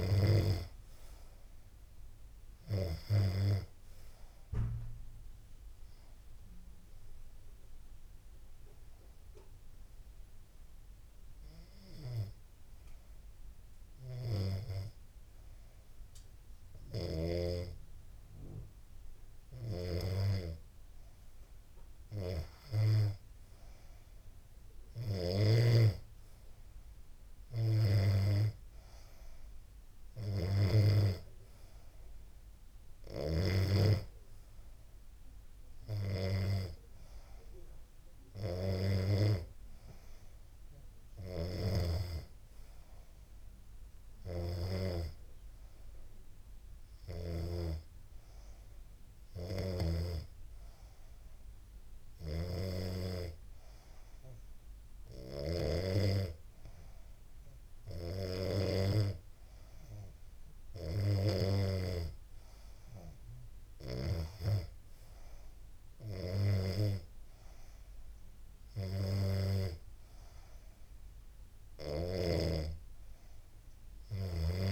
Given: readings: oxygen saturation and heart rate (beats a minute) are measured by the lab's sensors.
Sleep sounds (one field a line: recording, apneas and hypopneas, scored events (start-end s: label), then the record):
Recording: breathing in sleep by a room microphone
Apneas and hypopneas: none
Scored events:
0.00-9.00 s: oxygen desaturation (device-marked, oxygen 92% lowest, heart rate 72 extreme)
From the record:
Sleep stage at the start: N2 (light sleep)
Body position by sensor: on the back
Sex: female